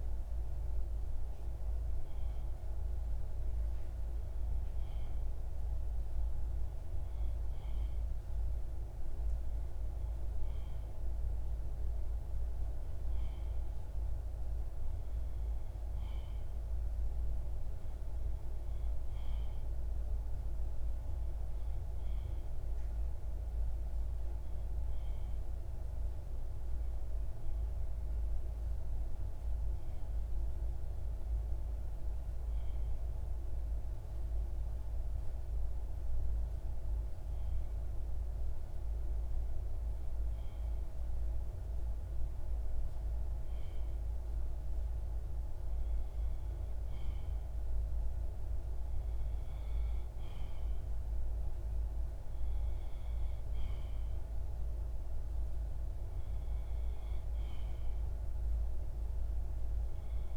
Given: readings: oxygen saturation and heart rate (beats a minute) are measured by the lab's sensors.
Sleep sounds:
breathing in sleep, hard to hear, by a room microphone; 1
24.50-38.50 s: hypopnea (oxygen 96% before, 93% lowest)
41.00-44.50 s: arousal
From the record:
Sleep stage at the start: REM sleep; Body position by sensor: on the left side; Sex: male

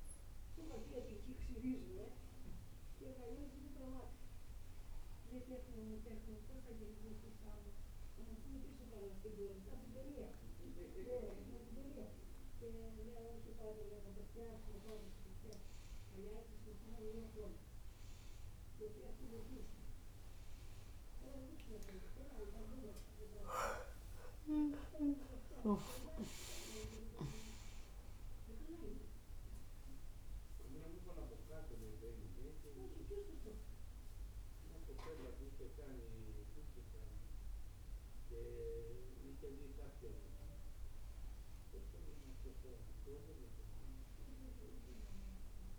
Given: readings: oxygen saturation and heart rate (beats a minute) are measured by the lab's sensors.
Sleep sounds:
a person awake in a sleep study, by a room microphone; none
0.00-11.00 s: oxygen desaturation (device-marked, oxygen 93% lowest, heart rate 95 extreme)
21.00-28.00 s: oxygen desaturation (device-marked, oxygen 95% before, 91% lowest, heart rate 96 before, 94 extreme)
From the record:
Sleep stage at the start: awake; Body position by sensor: on the right side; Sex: female

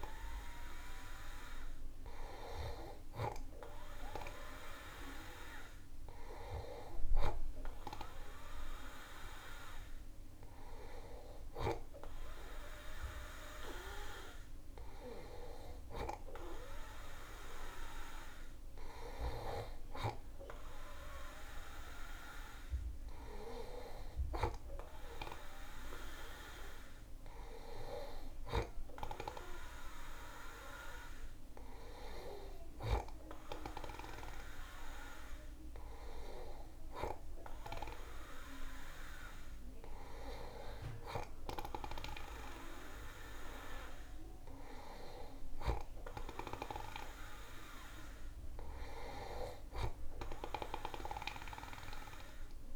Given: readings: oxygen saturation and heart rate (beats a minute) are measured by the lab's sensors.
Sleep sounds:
breathing in sleep by a room microphone; none
none scored
From the record:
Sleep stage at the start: N2 (light sleep); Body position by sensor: on the back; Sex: male

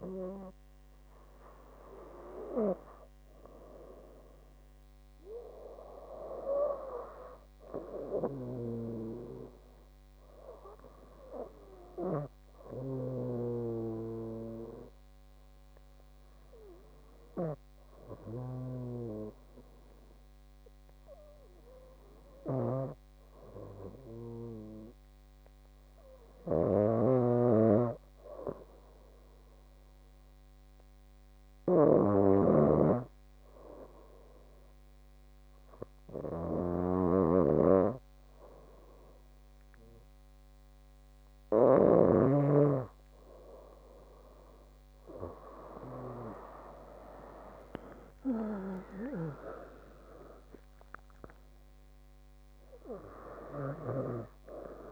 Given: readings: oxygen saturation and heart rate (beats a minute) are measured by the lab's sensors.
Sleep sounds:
breathing in sleep by a microphone on the trachea; 1
16.00-27.00 s: hypopnea (oxygen 96% before, 94% lowest)
47.50-51.50 s: arousal
From the record:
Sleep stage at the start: N2 (light sleep); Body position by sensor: on the back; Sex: female

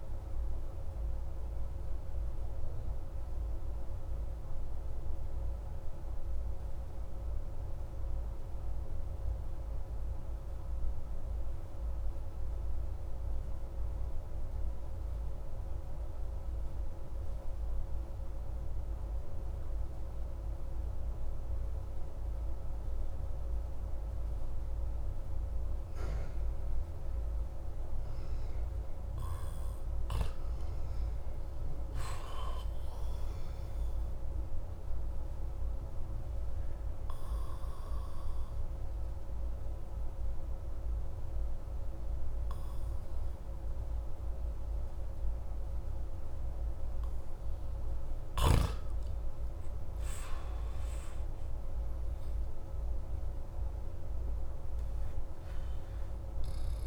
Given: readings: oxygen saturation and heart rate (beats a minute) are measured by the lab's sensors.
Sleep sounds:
breathing in sleep, hard to hear, by a room microphone; 2
0.50-27.50 s: obstructive apnea (oxygen 96% before, 92% lowest)
29.00-30.50 s: arousal
34.00-47.00 s: obstructive apnea (oxygen 97% before, 92% lowest, heart rate 32 before, 26 extreme, up 4 after)
49.50-52.50 s: arousal
From the record:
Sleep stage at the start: N2 (light sleep); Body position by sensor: on the back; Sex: male

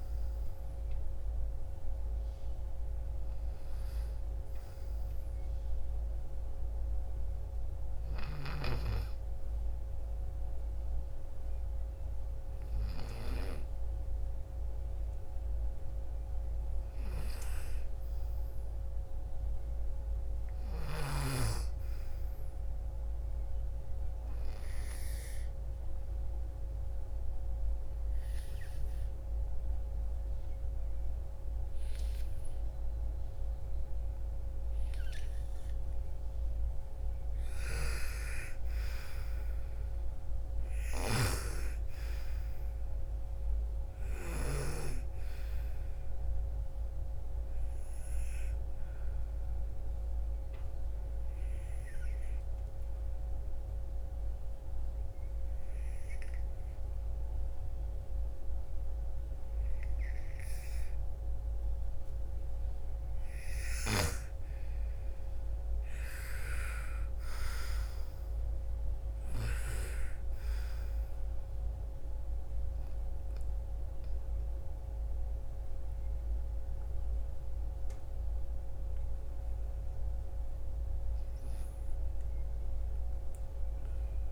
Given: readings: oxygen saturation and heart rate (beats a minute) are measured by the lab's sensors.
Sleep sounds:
a person partly awake in a sleep study, by a room microphone; 2
0.00-6.00 s: oxygen desaturation (device-marked, oxygen 88% lowest, heart rate 59 extreme)
15.00-84.32 s: new sleep stage, N2 (light sleep)
23.00-34.50 s: obstructive apnea (oxygen 98% before, 90% lowest, heart rate 61 before, 52 extreme, up 6 after)
36.50-40.50 s: arousal
40.00-44.00 s: snoring (device-marked)
43.00-58.00 s: oxygen desaturation (device-marked, oxygen 95% before, 90% lowest, heart rate 60 before, 48 extreme)
46.00-62.00 s: obstructive apnea (oxygen 98% before, 88% lowest, heart rate 61 before, 48 extreme, up 1 after)
63.00-67.50 s: arousal
69.00-83.00 s: oxygen desaturation (device-marked, oxygen 98% before, 91% lowest, heart rate 56 before, 39 extreme)
From the record:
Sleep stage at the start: awake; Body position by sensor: on the right side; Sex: female

